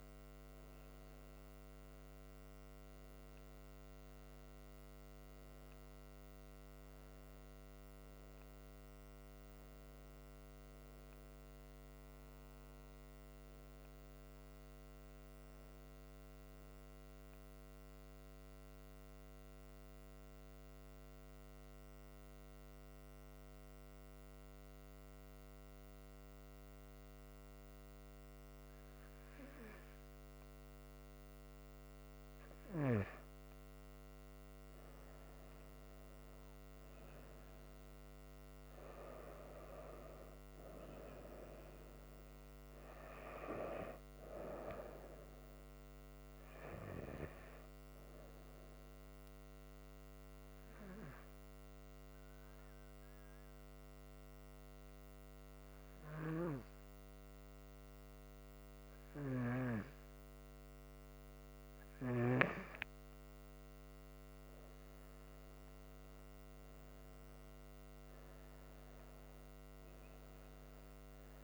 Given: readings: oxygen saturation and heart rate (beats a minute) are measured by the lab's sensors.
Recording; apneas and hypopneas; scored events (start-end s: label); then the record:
breathing in sleep by a microphone on the trachea; 2
12.00-21.00 s: oxygen desaturation (device-marked, oxygen 96% before, 93% lowest, heart rate 70 before, 66 extreme)
17.50-28.50 s: central apnea (oxygen 96% before, 92% lowest, heart rate 70 before, 66 extreme, up 1 after)
34.00-38.50 s: arousal
42.00-65.00 s: oxygen desaturation (device-marked, oxygen 97% before, 92% lowest, heart rate 67 before, 65 extreme)
46.50-62.50 s: hypopnea (oxygen 98% before, 92% lowest, heart rate 68 before, 65 extreme, up 4 after)
65.00-68.50 s: arousal
From the record:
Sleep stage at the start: N2 (light sleep); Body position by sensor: on the front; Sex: female